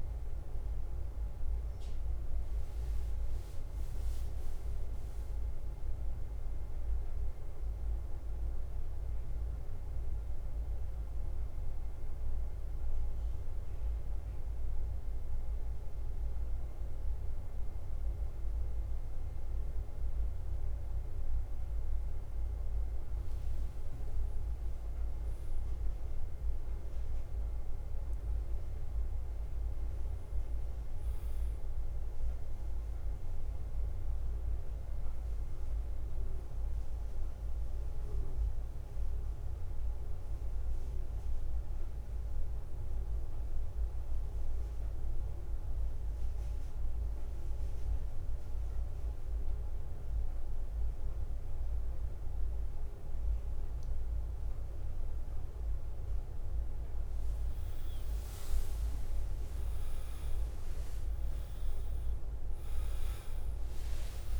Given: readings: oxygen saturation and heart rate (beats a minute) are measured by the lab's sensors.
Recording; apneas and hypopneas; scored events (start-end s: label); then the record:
breathing in sleep, hard to hear, by a room microphone; 2
0.00-64.40 s: bradycardia (device-marked, heart rate 49 extreme)
5.50-9.00 s: arousal
12.00-23.00 s: obstructive apnea (oxygen 97% before, 93% lowest, heart rate 55 before, 49 extreme, up 1 after)
16.00-64.40 s: new sleep stage, N2 (light sleep)
24.00-29.00 s: arousal
38.50-56.00 s: obstructive apnea (oxygen 99% before, 94% lowest, heart rate 53 before, 49 extreme, up 6 after)
61.50-64.40 s: arousal
62.00-64.40 s: oxygen desaturation (device-marked, oxygen 98% before, 95% lowest, heart rate 50 before, 52 extreme)
From the record:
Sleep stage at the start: N1 (lightest sleep); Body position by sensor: on the back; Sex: male